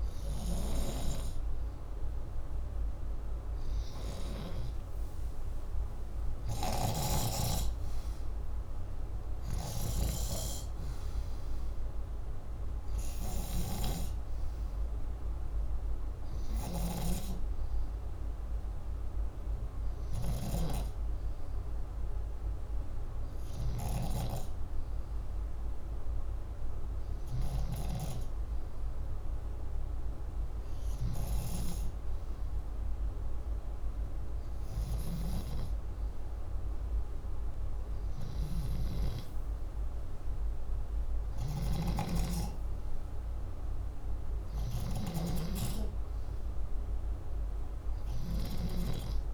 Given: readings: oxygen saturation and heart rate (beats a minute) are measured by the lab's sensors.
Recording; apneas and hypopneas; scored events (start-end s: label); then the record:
breathing in sleep by a room microphone; none
4.50-10.50 s: oxygen desaturation (device-marked, oxygen 96% before, 93% lowest, heart rate 64 before, 61 extreme)
41.00-45.00 s: snoring (device-marked)
From the record:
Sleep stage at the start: N2 (light sleep); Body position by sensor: upright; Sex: male